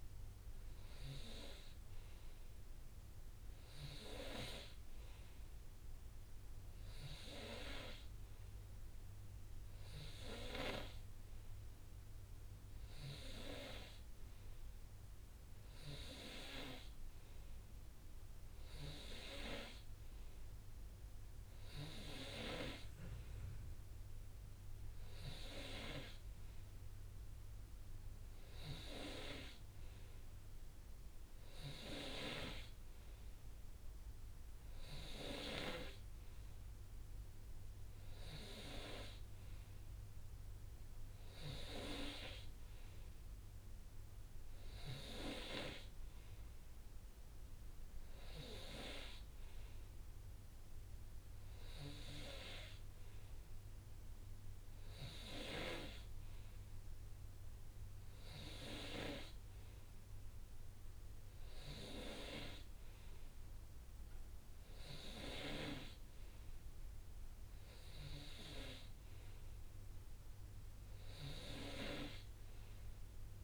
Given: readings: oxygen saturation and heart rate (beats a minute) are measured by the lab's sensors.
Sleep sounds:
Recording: breathing in sleep by a room microphone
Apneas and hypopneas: none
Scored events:
none scored
From the record:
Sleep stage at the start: N2 (light sleep)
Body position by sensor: on the right side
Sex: male

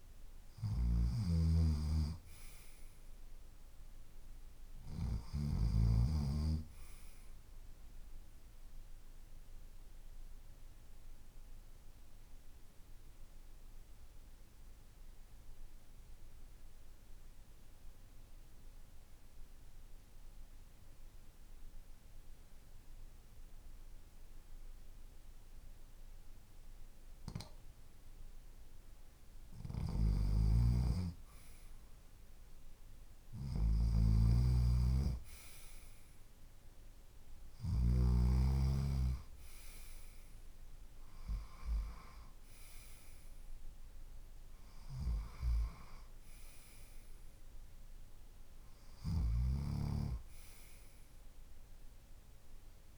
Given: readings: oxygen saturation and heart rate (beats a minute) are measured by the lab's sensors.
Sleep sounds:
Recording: breathing in sleep by a room microphone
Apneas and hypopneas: 1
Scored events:
0.00-5.50 s: snoring (device-marked)
7.50-29.00 s: obstructive apnea (oxygen 95% before, 91% lowest, heart rate 53 before, 50 extreme, up 5 after)
29.50-37.50 s: snoring (device-marked)
31.50-35.00 s: arousal
42.50-52.98 s: oxygen desaturation (device-marked, oxygen 96% before, 91% lowest, heart rate 53 before, 49 extreme)
48.50-52.98 s: snoring (device-marked)
From the record:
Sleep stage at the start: REM sleep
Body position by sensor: on the left side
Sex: male

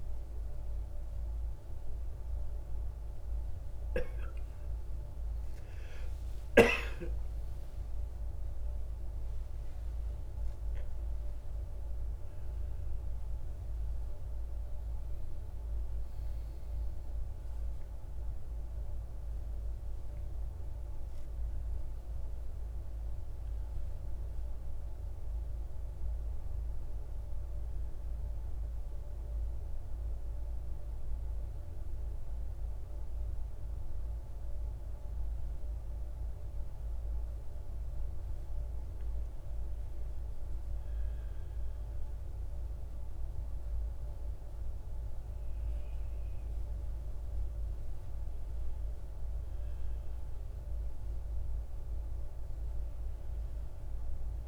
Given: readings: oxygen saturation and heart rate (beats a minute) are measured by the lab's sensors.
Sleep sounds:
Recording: a person partly awake in a sleep study, hard to hear, by a room microphone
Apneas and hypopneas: 1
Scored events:
22.50-52.50 s: new sleep stage, N1 (lightest sleep)
26.50-38.00 s: central apnea (oxygen 98% before, 94% lowest, heart rate 68 before, 53 extreme, up 5 after)
40.50-45.00 s: arousal
52.50-54.48 s: new sleep stage, N2 (light sleep)
From the record:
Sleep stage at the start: awake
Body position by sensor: on the right side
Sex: male

